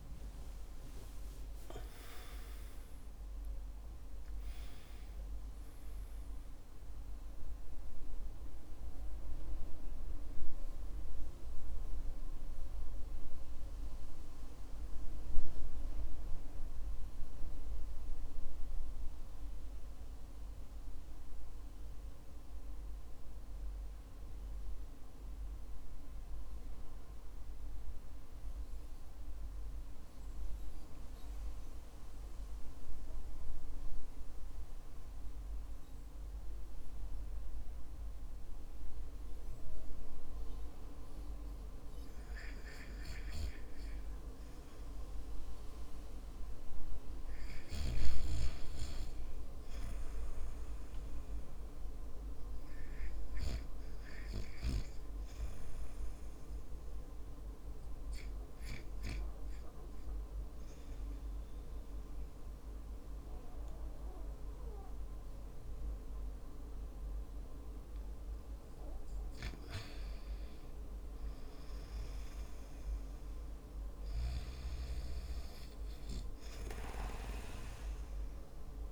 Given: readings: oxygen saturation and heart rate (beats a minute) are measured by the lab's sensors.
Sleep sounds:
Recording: breathing in sleep by a room microphone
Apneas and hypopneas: 1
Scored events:
0.00-1.00 s: arousal
0.00-15.50 s: oxygen desaturation (device-marked, oxygen 93% lowest, heart rate 50 extreme)
21.00-41.00 s: central apnea (oxygen 96% before, 89% lowest, heart rate 63 before, 50 extreme, up 1 after)
23.50-37.50 s: oxygen desaturation (device-marked, oxygen 94% before, 89% lowest, heart rate 62 before, 50 extreme)
45.00-48.50 s: arousal
51.50-74.50 s: oxygen desaturation (device-marked, oxygen 98% before, 92% lowest, heart rate 52 before, 47 extreme)
From the record:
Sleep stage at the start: REM sleep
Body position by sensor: on the back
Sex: male

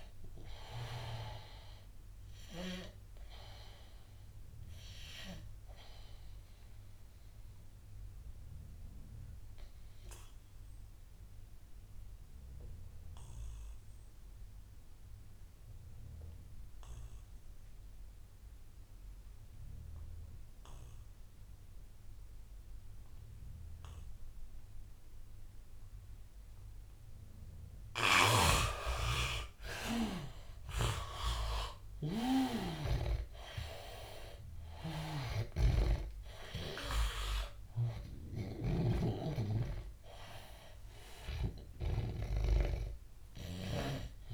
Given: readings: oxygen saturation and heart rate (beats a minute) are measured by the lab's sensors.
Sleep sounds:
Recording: breathing in sleep by a room microphone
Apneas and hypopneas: 1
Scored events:
0.00-14.00 s: oxygen desaturation (device-marked, oxygen 79% lowest, heart rate 85 extreme)
6.00-27.00 s: obstructive apnea (oxygen 100% before, 79% lowest, heart rate 92 before, 85 extreme, up 9 after)
24.00-44.34 s: oxygen desaturation (device-marked, oxygen 99% before, 82% lowest, heart rate 88 before, 82 extreme)
29.50-34.00 s: arousal
35.50-42.50 s: snoring (device-marked)
From the record:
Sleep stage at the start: N2 (light sleep)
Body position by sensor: on the back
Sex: male

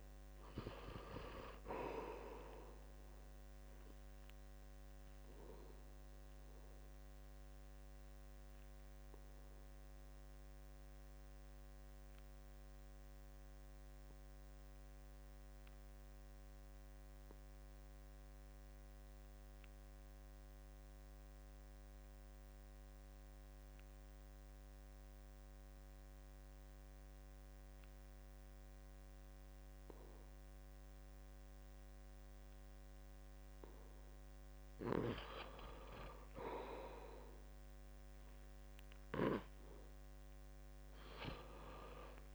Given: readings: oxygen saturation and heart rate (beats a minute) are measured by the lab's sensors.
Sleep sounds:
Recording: breathing in sleep by a microphone on the trachea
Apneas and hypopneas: 1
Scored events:
0.00-20.00 s: oxygen desaturation (device-marked, oxygen 77% lowest, heart rate 68 extreme)
7.50-35.00 s: obstructive apnea (oxygen 96% before, 77% lowest, heart rate 73 before, 67 extreme, up 6 after)
22.00-42.34 s: oxygen desaturation (device-marked, oxygen 97% before, 79% lowest, heart rate 71 before, 67 extreme)
38.00-41.50 s: arousal
From the record:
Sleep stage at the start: N2 (light sleep)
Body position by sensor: on the back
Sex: male

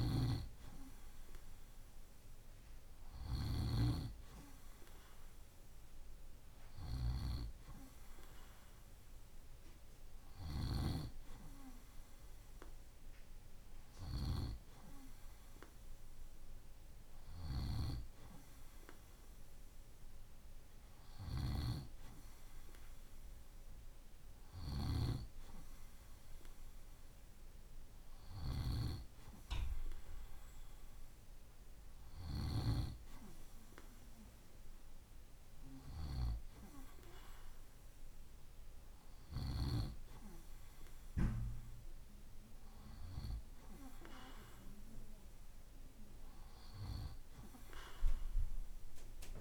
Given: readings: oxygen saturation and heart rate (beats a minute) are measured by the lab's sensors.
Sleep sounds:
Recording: breathing in sleep by a room microphone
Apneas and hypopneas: none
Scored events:
0.00-3.00 s: snoring (device-marked)
9.50-17.00 s: snoring (device-marked)
23.50-32.00 s: snoring (device-marked)
From the record:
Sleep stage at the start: N2 (light sleep)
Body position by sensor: on the right side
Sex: male

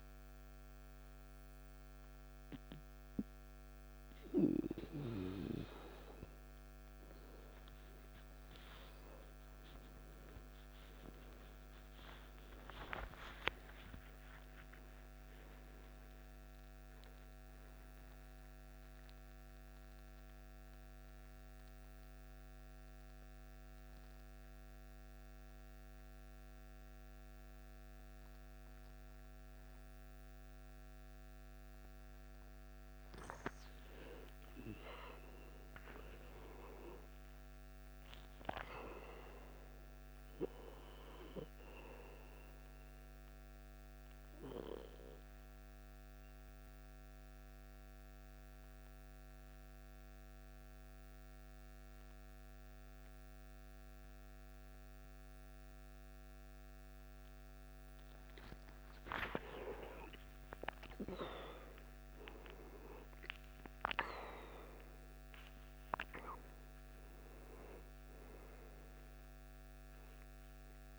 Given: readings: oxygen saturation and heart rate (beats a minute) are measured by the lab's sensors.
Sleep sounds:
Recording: breathing in sleep by a microphone on the trachea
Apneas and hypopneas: 2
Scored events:
0.00-21.50 s: oxygen desaturation (device-marked, oxygen 88% lowest, heart rate 56 extreme)
13.50-17.50 s: arousal
19.00-32.00 s: hypopnea (oxygen 95% before, 89% lowest, heart rate 65 before, 56 extreme, up 13 after)
35.50-41.00 s: arousal
41.50-56.50 s: oxygen desaturation (device-marked, oxygen 98% before, 91% lowest, heart rate 61 before, 58 extreme)
48.50-58.50 s: central apnea (oxygen 99% before, 89% lowest, heart rate 63 before, 58 extreme, up 16 after)
59.50-64.00 s: arousal
67.50-70.99 s: oxygen desaturation (device-marked, oxygen 96% before, 92% lowest, heart rate 63 before, 56 extreme)
From the record:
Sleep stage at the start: N2 (light sleep)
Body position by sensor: on the left side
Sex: male

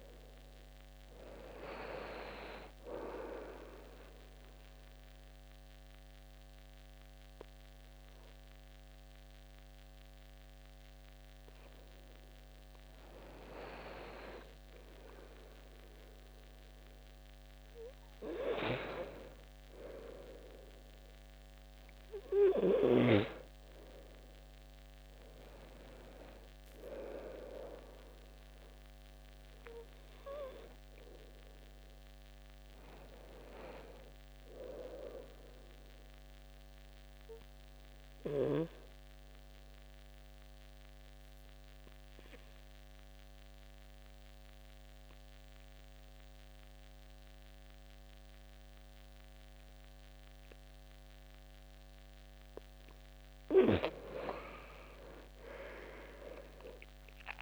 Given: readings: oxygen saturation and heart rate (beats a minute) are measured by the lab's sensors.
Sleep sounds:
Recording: breathing in sleep by a microphone on the trachea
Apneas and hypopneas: 2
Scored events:
3.50-16.00 s: mixed apnea (oxygen 98% before, 93% lowest, heart rate 70 before, 69 extreme, up 4 after)
15.50-23.50 s: oxygen desaturation (device-marked, oxygen 97% before, 93% lowest, heart rate 71 before, 71 extreme)
25.00-28.50 s: arousal
36.00-53.00 s: mixed apnea (oxygen 97% before, 90% lowest, heart rate 72 before, 64 extreme, up 15 after)
54.50-57.42 s: arousal
From the record:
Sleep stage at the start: N2 (light sleep)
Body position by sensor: on the back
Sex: male

